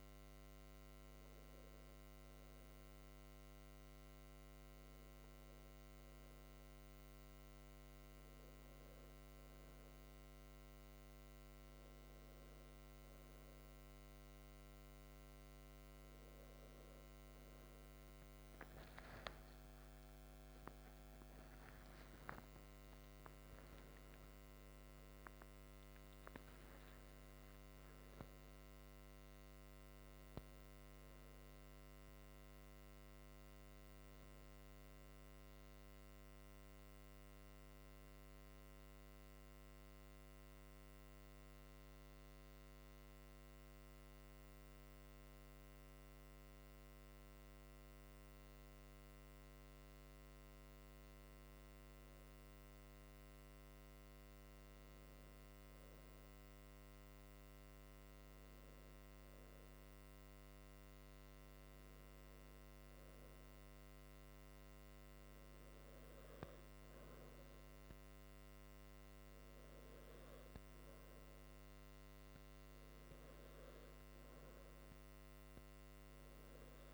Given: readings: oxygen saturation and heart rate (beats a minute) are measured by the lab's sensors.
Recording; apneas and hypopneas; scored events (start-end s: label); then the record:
breathing in sleep, hard to hear, by a microphone on the trachea; none
19.00-25.50 s: arousal
From the record:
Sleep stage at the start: N2 (light sleep); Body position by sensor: on the back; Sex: male